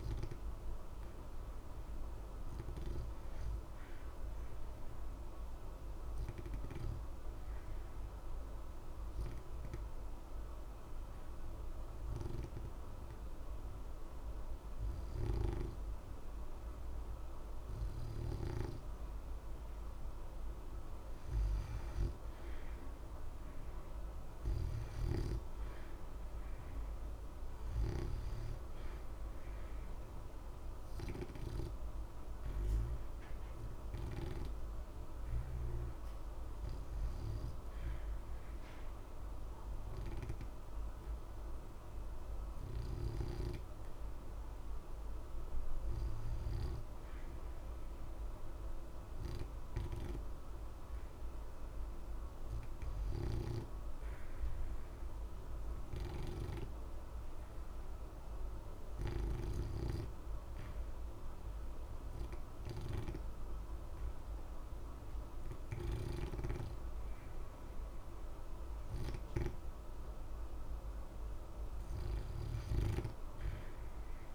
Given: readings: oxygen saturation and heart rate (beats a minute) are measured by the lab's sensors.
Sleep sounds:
breathing in sleep by a room microphone; 2
0.50-19.50 s: oxygen desaturation (device-marked, oxygen 89% before, 83% lowest, heart rate 60 before, 60 extreme)
4.00-19.00 s: obstructive apnea (oxygen 89% before, 83% lowest, heart rate 60 before, 60 extreme, up 0 after)
22.00-25.50 s: arousal
41.50-55.50 s: oxygen desaturation (device-marked, oxygen 90% before, 85% lowest, heart rate 60 before, 60 extreme)
47.00-70.00 s: obstructive apnea (oxygen 90% before, 82% lowest, heart rate 60 before, 60 extreme, up 0 after)
70.50-74.35 s: oxygen desaturation (device-marked, oxygen 89% before, 85% lowest, heart rate 60 before, 60 extreme)
72.50-74.35 s: arousal
From the record:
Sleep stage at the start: N2 (light sleep); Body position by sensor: on the back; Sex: male

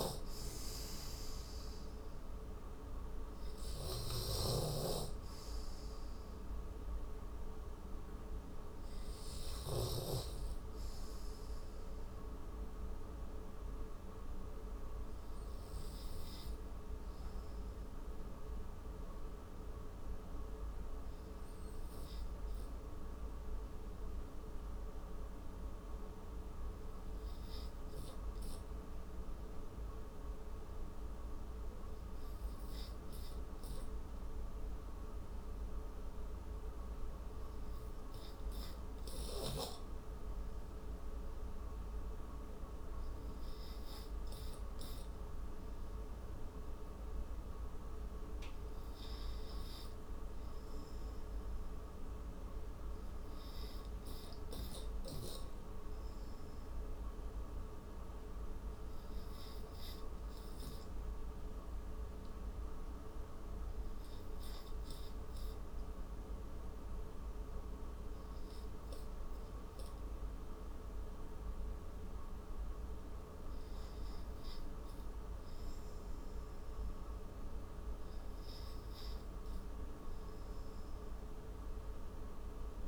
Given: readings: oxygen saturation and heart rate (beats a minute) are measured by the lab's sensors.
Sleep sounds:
breathing in sleep, hard to hear, by a room microphone; 2
0.00-5.00 s: snoring (device-marked)
9.00-30.00 s: hypopnea (oxygen 97% before, 89% lowest)
34.00-37.50 s: arousal
55.50-74.50 s: oxygen desaturation (device-marked, oxygen 96% before, 89% lowest)
57.00-71.50 s: obstructive apnea (oxygen 100% before, 83% lowest)
74.50-78.00 s: arousal
From the record:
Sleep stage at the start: N2 (light sleep); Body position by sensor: on the right side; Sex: male

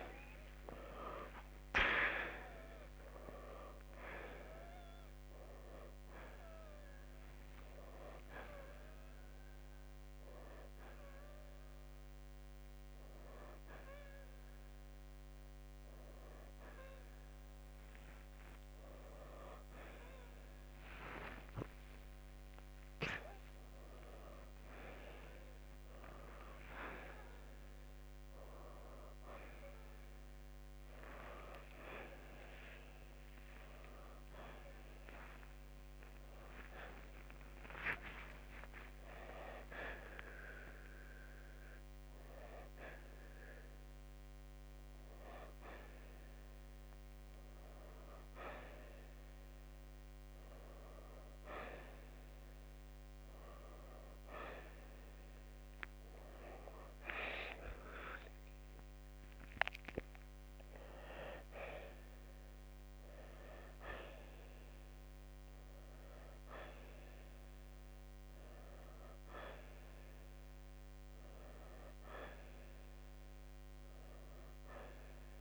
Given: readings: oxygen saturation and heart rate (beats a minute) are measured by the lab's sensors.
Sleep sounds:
a person awake in a sleep study, by a microphone on the trachea; none
13.00-26.00 s: oxygen desaturation (device-marked, oxygen 92% before, 88% lowest, heart rate 67 before, 64 extreme)
34.00-47.00 s: oxygen desaturation (device-marked, oxygen 95% before, 90% lowest, heart rate 71 before, 62 extreme)
57.00-75.41 s: oxygen desaturation (device-marked, oxygen 93% before, 89% lowest, heart rate 69 before, 67 extreme)
From the record:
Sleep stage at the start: awake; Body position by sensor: on the right side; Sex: male

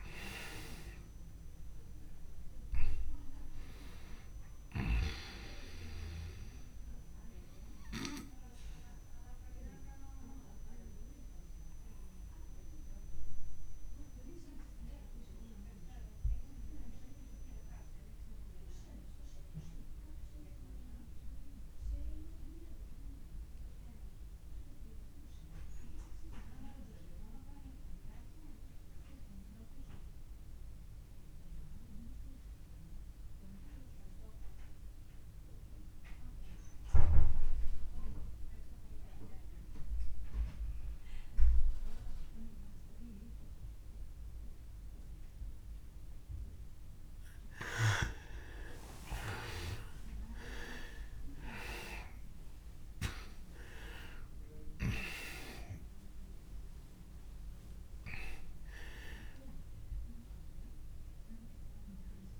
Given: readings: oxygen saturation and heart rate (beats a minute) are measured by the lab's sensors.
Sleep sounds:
breathing in sleep by a room microphone; 1
0.00-27.00 s: oxygen desaturation (device-marked, oxygen 83% lowest)
7.00-45.50 s: obstructive apnea (oxygen 97% before, 83% lowest)
44.00-62.40 s: oxygen desaturation (device-marked, oxygen 99% before, 85% lowest)
48.50-53.00 s: arousal
From the record:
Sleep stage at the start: N2 (light sleep); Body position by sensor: on the back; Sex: male

